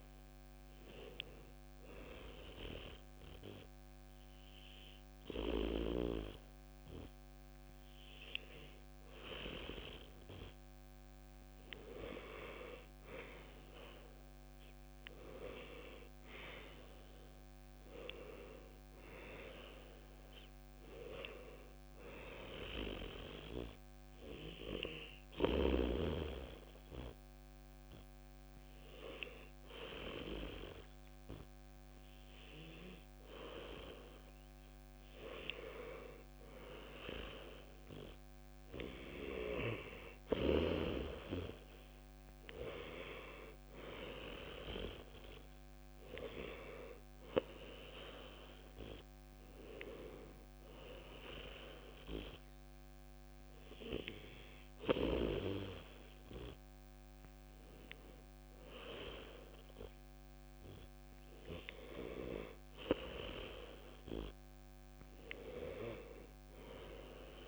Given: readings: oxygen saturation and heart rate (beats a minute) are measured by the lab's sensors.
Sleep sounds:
breathing in sleep by a microphone on the trachea; 2
1.50-12.00 s: hypopnea (oxygen 96% before, 90% lowest, heart rate 73 before, 69 extreme, up 4 after)
13.00-17.00 s: arousal
19.50-38.50 s: oxygen desaturation (device-marked, oxygen 95% before, 90% lowest, heart rate 71 before, 70 extreme)
25.00-35.00 s: hypopnea (oxygen 96% before, 90% lowest, heart rate 71 before, 70 extreme, up 1 after)
39.50-43.00 s: arousal
From the record:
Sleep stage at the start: N2 (light sleep); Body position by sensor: on the back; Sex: male

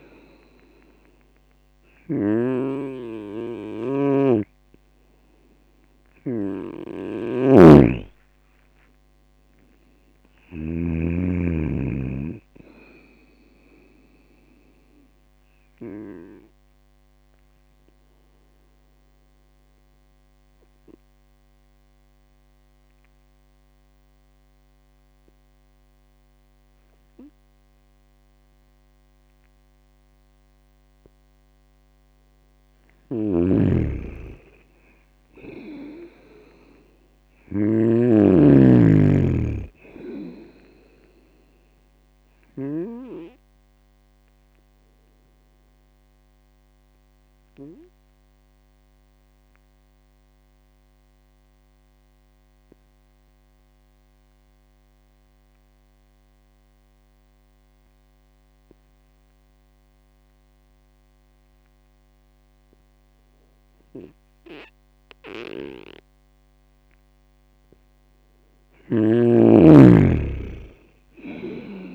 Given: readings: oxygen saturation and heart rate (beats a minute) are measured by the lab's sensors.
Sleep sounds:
breathing in sleep by a microphone on the trachea; 2
0.00-4.00 s: arousal
2.00-11.00 s: snoring (device-marked)
14.50-31.00 s: obstructive apnea (oxygen 99% before, 96% lowest, heart rate 69 before, 60 extreme, up 8 after)
33.00-43.00 s: snoring (device-marked)
34.00-38.50 s: arousal
46.00-66.00 s: obstructive apnea (oxygen 98% before, 95% lowest, heart rate 68 before, 57 extreme, up 5 after)
68.50-71.95 s: snoring (device-marked)
69.00-71.95 s: oxygen desaturation (device-marked, oxygen 99% before, 96% lowest, heart rate 67 before, 57 extreme)
70.00-71.95 s: arousal
From the record:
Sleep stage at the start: N2 (light sleep); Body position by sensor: on the right side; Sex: male

